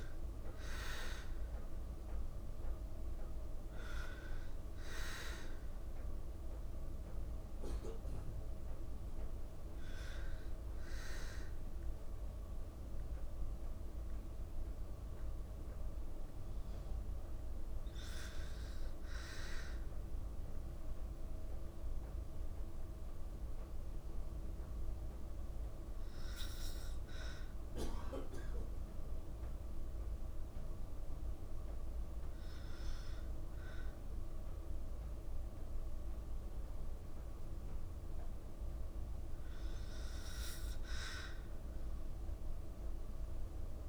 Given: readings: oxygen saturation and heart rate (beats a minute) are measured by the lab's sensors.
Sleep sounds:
breathing in sleep by a room microphone; 1
0.00-23.00 s: oxygen desaturation (device-marked, oxygen 91% lowest, heart rate 54 extreme)
20.00-34.50 s: hypopnea (oxygen 96% before, 92% lowest, heart rate 56 before, 54 extreme, up 0 after)
36.50-40.00 s: arousal
From the record:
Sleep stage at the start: N2 (light sleep); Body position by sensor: on the back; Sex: female

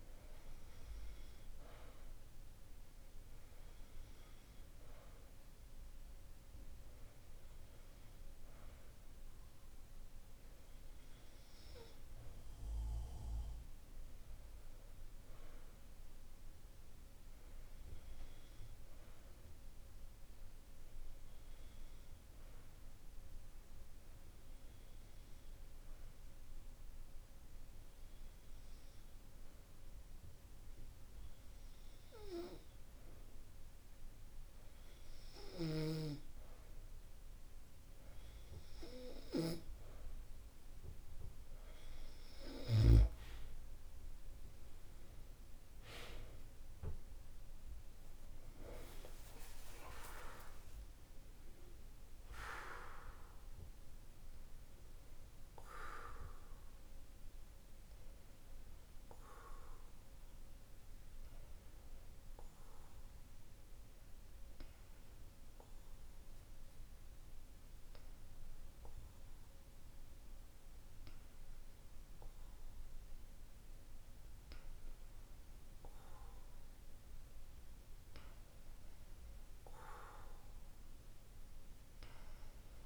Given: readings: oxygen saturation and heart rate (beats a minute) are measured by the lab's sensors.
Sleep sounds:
breathing in sleep by a room microphone; 2
15.50-39.50 s: hypopnea (oxygen 95% before, 91% lowest, heart rate 52 before, 48 extreme, up 5 after)
45.00-50.00 s: arousal
62.00-77.00 s: hypopnea (oxygen 95% before, 93% lowest, heart rate 53 before, 49 extreme, up 1 after)
From the record:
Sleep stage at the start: N2 (light sleep); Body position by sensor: on the back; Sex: male

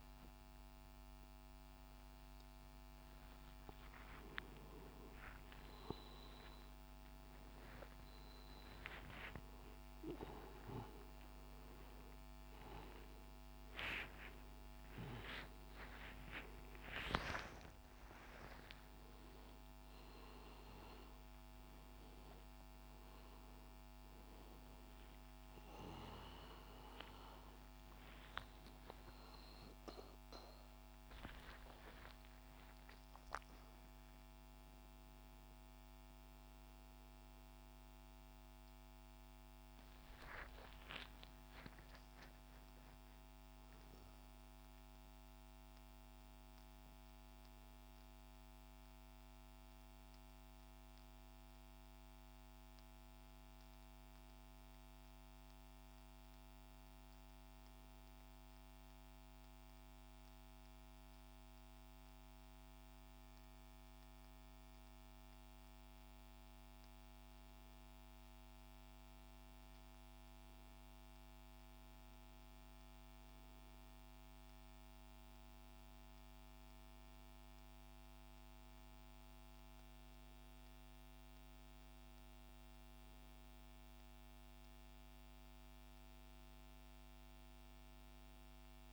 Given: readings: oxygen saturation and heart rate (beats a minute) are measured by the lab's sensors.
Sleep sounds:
a person partly awake in a sleep study, by a microphone on the trachea; none
36.50-88.93 s: new sleep stage, N1 (lightest sleep)
From the record:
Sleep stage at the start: awake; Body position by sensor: on the back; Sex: male

